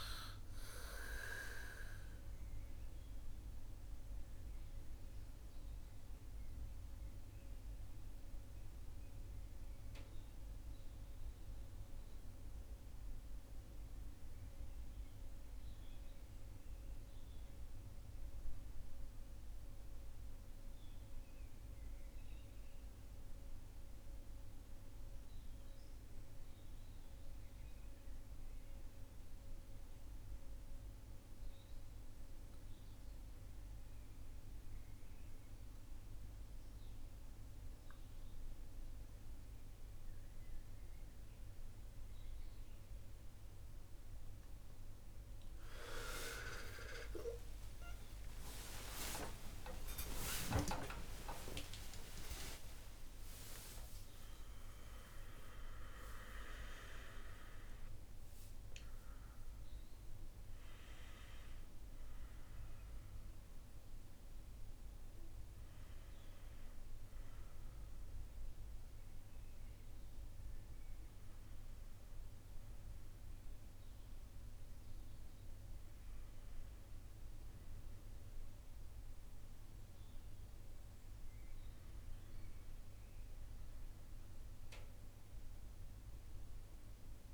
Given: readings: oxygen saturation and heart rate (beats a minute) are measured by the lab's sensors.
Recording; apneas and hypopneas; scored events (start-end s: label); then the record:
breathing in sleep by a room microphone; 1
0.00-19.50 s: oxygen desaturation (device-marked, oxygen 81% lowest, heart rate 49 extreme)
0.50-44.00 s: mixed apnea (oxygen 99% before, 72% lowest, heart rate 63 before, 49 extreme, up 15 after)
31.50-80.50 s: oxygen desaturation (device-marked, oxygen 99% before, 72% lowest)
45.50-50.50 s: arousal
From the record:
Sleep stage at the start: REM sleep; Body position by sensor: on the right side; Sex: male